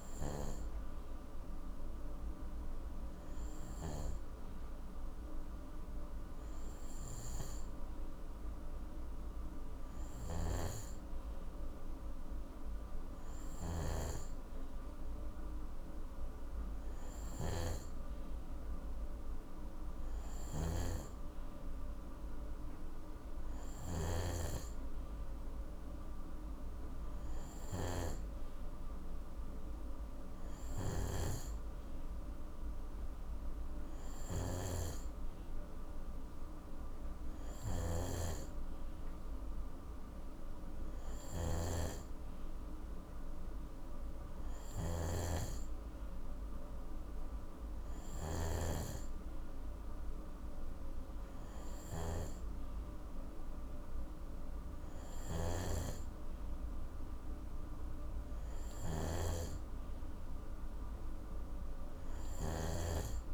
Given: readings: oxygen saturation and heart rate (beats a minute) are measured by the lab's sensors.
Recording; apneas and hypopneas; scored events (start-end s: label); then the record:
breathing in sleep by a room microphone; none
10.00-63.34 s: snoring (device-marked)
From the record:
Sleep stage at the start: N2 (light sleep); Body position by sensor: on the right side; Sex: male